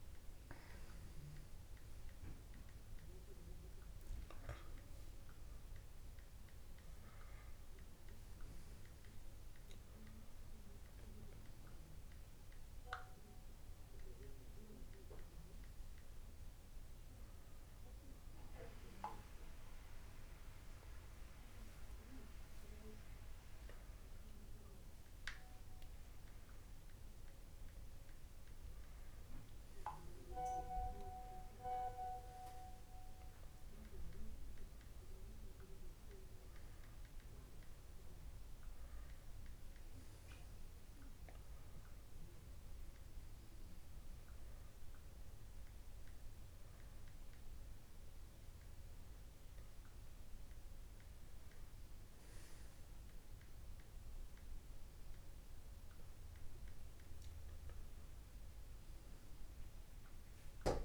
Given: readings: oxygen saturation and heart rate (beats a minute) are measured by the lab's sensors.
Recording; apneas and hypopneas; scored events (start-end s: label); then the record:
a person awake in a sleep study, by a room microphone; none
none scored
From the record:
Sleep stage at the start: awake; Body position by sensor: on the back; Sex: male